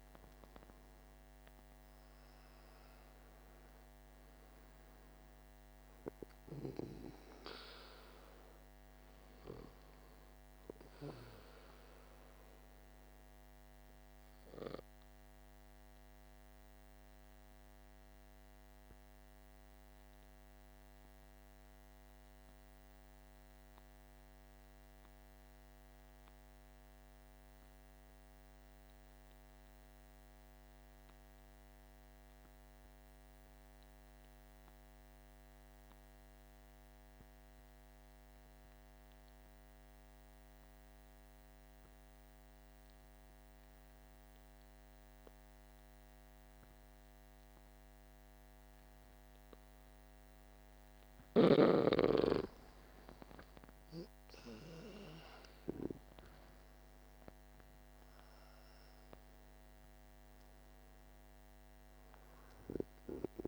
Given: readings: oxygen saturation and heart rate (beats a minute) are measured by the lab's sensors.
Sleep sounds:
breathing in sleep by a microphone on the trachea; 1
0.00-24.00 s: oxygen desaturation (device-marked, oxygen 91% lowest, heart rate 48 extreme)
15.00-49.00 s: mixed apnea (oxygen 98% before, 85% lowest, heart rate 54 before, 48 extreme, up 9 after)
45.00-63.48 s: oxygen desaturation (device-marked, oxygen 98% before, 85% lowest, heart rate 50 before, 48 extreme)
50.00-54.50 s: arousal
From the record:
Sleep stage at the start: N2 (light sleep); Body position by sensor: on the back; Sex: male

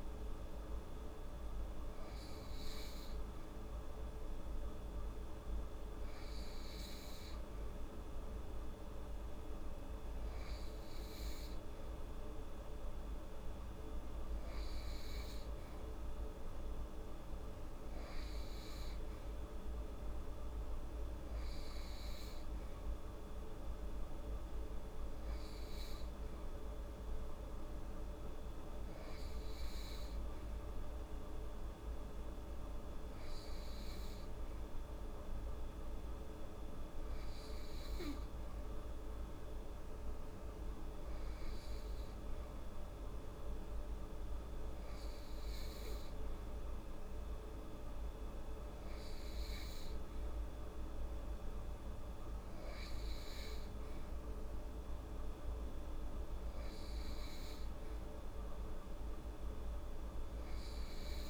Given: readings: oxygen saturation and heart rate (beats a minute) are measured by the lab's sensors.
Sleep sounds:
breathing in sleep, hard to hear, by a room microphone; none
none scored
From the record:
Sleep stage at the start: N2 (light sleep); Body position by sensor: on the right side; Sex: female

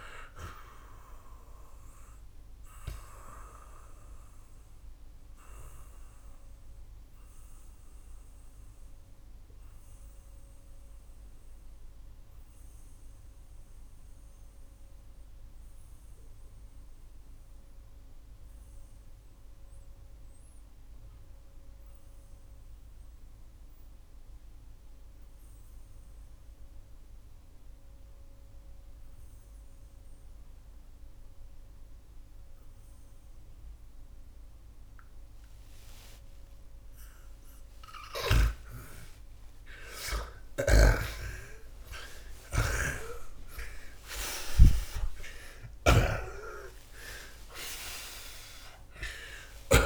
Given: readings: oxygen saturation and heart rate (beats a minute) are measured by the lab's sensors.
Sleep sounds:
breathing in sleep by a room microphone; 1
4.50-37.50 s: obstructive apnea (oxygen 94% before, 75% lowest)
14.00-34.00 s: oxygen desaturation (device-marked, oxygen 90% before, 77% lowest)
39.50-44.00 s: arousal
40.00-49.50 s: snoring (device-marked)
46.00-49.86 s: oxygen desaturation (device-marked, oxygen 92% before, 85% lowest)
From the record:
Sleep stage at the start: N2 (light sleep); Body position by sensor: on the back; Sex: male

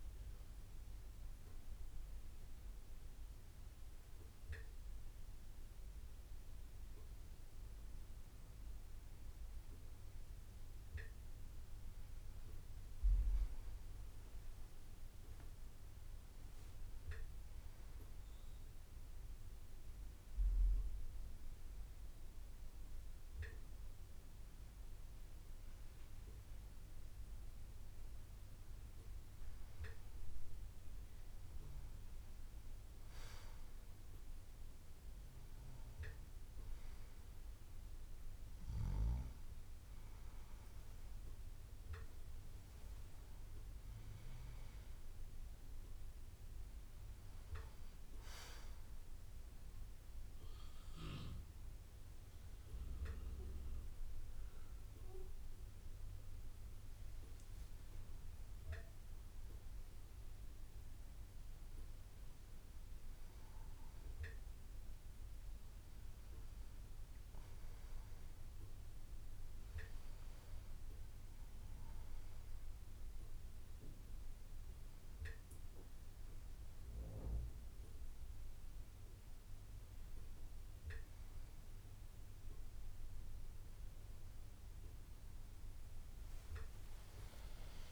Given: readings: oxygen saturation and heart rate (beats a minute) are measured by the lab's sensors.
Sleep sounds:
breathing in sleep by a room microphone; none
4.50-17.50 s: bradycardia (device-marked)
27.50-29.50 s: bradycardia (device-marked)
From the record:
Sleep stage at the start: N1 (lightest sleep); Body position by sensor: on the back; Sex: male

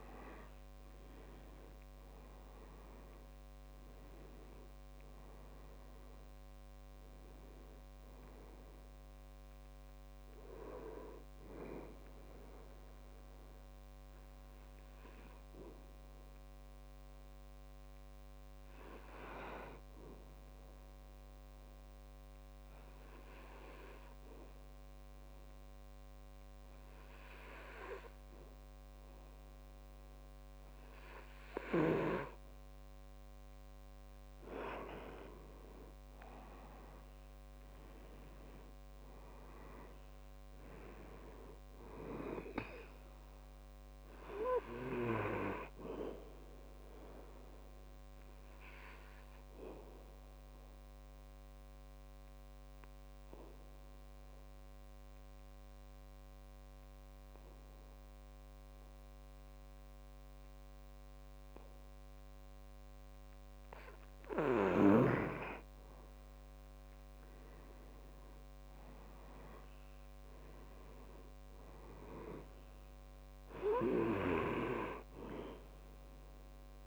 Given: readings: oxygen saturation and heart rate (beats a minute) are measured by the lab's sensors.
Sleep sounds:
breathing in sleep by a microphone on the trachea; 2
0.00-26.50 s: oxygen desaturation (device-marked, oxygen 90% lowest, heart rate 62 extreme)
14.50-34.50 s: obstructive apnea (oxygen 98% before, 90% lowest, heart rate 73 before, 62 extreme, up 9 after)
36.50-41.00 s: arousal
41.50-61.50 s: oxygen desaturation (device-marked, oxygen 98% before, 92% lowest, heart rate 65 before, 65 extreme)
48.00-64.50 s: obstructive apnea (oxygen 99% before, 91% lowest, heart rate 66 before, 65 extreme, up 5 after)
66.50-70.50 s: arousal
69.50-76.87 s: oxygen desaturation (device-marked, oxygen 98% before, 92% lowest, heart rate 67 before, 65 extreme)
From the record:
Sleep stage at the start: N2 (light sleep); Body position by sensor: on the back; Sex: male

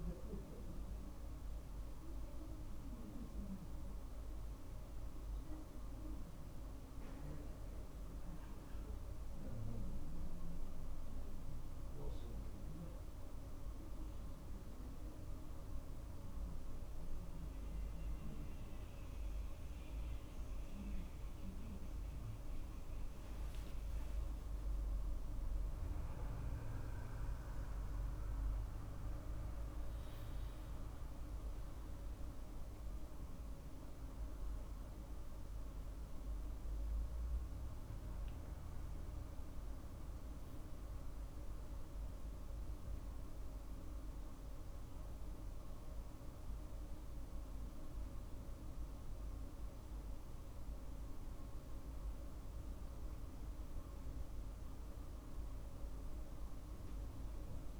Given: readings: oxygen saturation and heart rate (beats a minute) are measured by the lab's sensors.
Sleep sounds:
a person awake in a sleep study, hard to hear, by a room microphone; none
33.00-48.00 s: drop in pulse transit time (device-marked, heart rate 46 before, 46 extreme)
From the record:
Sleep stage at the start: awake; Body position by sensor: on the back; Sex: male

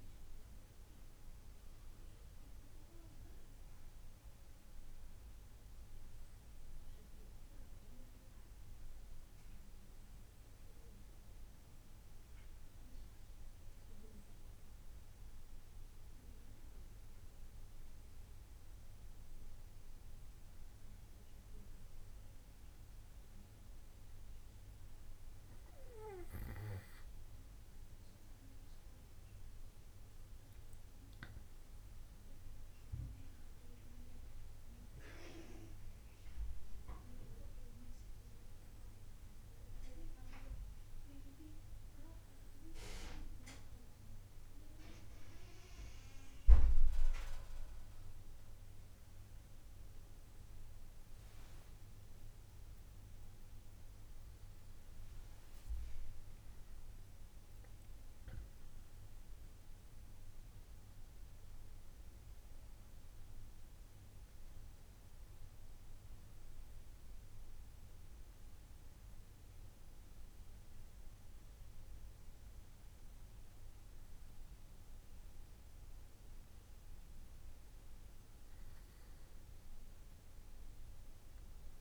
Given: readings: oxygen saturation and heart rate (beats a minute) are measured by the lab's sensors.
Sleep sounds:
breathing in sleep by a room microphone; none
52.00-55.50 s: arousal
From the record:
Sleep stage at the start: N1 (lightest sleep); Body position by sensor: on the back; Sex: male

